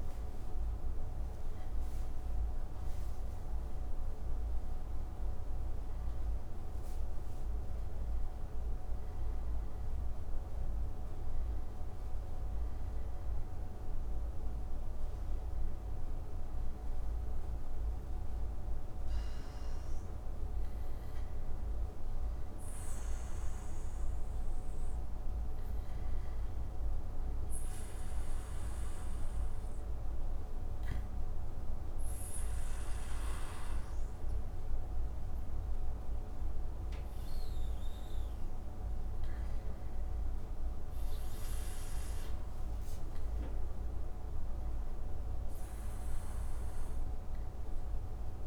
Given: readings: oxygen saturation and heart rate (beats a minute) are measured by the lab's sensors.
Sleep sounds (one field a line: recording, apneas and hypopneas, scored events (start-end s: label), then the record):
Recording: breathing in sleep, hard to hear, by a room microphone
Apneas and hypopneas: none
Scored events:
0.00-1.50 s: arousal
0.00-3.50 s: oxygen desaturation (device-marked, oxygen 78% lowest)
22.50-44.50 s: oxygen desaturation (device-marked, oxygen 98% before, 92% lowest)
44.00-47.50 s: arousal
From the record:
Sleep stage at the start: REM sleep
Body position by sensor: on the back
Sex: male